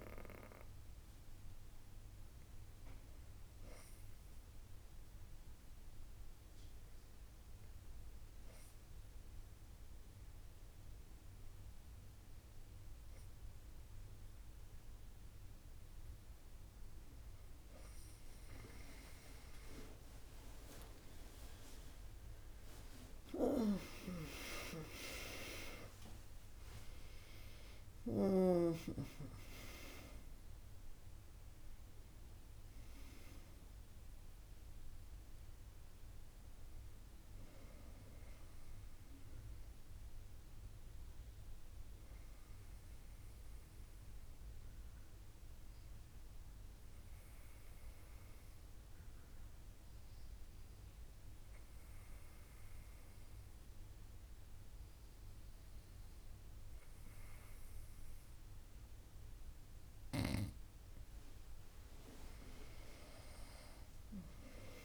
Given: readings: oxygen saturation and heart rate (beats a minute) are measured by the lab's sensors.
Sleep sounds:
breathing in sleep by a room microphone; 2
0.00-7.50 s: oxygen desaturation (device-marked, oxygen 93% lowest, heart rate 63 extreme)
3.00-17.50 s: hypopnea (oxygen 97% before, 93% lowest, heart rate 73 before, 63 extreme, up 22 after)
24.00-29.50 s: arousal
42.00-60.00 s: obstructive apnea (oxygen 98% before, 95% lowest, heart rate 81 before, 59 extreme, up 6 after)
62.00-64.85 s: arousal
63.50-64.85 s: oxygen desaturation (device-marked, oxygen 99% before, 95% lowest, heart rate 65 before, 59 extreme)
From the record:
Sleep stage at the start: N2 (light sleep); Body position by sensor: on the back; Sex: female

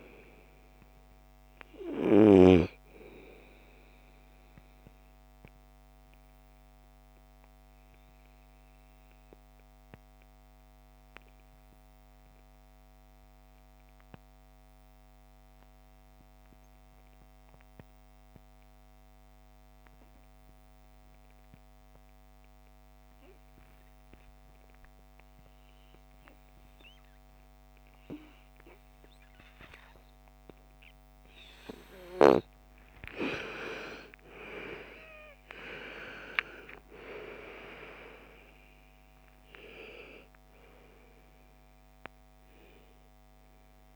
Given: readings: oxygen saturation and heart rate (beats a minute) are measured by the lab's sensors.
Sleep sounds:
breathing in sleep by a microphone on the trachea; 1
0.00-12.00 s: oxygen desaturation (device-marked, oxygen 88% lowest, heart rate 51 extreme)
3.50-31.50 s: obstructive apnea (oxygen 99% before, 83% lowest, heart rate 59 before, 51 extreme, up 22 after)
27.00-43.96 s: oxygen desaturation (device-marked, oxygen 99% before, 83% lowest, heart rate 56 before, 52 extreme)
32.50-36.00 s: arousal
From the record:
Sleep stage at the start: N2 (light sleep); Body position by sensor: on the right side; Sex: female

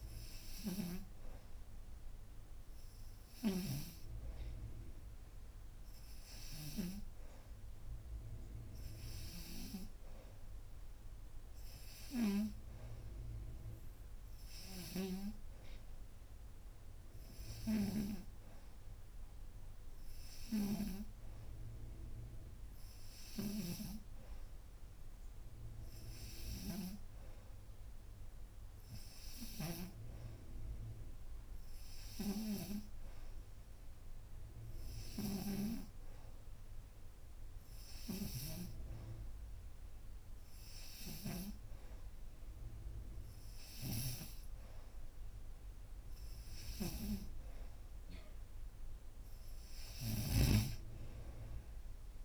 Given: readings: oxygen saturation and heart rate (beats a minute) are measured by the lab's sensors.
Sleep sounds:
breathing in sleep by a room microphone; none
23.00-29.50 s: snoring (device-marked)
38.00-44.00 s: snoring (device-marked)
From the record:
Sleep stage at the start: N2 (light sleep); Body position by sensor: upright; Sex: female

